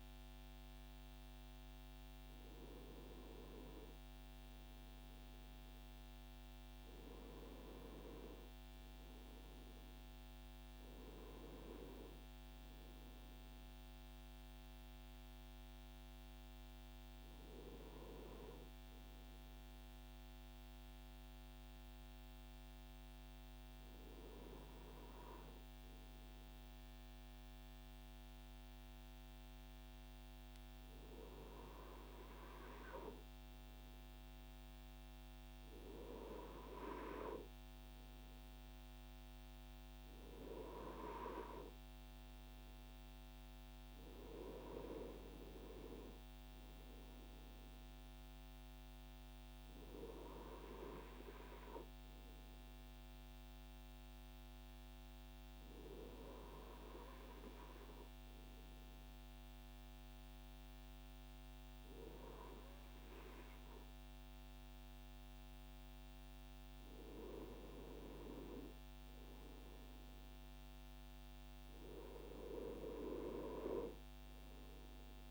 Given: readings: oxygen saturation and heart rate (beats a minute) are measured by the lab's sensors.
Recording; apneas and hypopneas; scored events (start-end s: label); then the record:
breathing in sleep by a microphone on the trachea; 2
7.00-12.50 s: arousal
19.50-32.00 s: obstructive apnea (oxygen 98% before, 96% lowest, heart rate 67 before, 59 extreme, up 4 after)
34.50-39.00 s: arousal
52.00-65.00 s: obstructive apnea (oxygen 97% before, 96% lowest, heart rate 62 before, 61 extreme, up 3 after)
66.50-71.50 s: arousal
From the record:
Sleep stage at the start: N2 (light sleep); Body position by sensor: on the front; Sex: male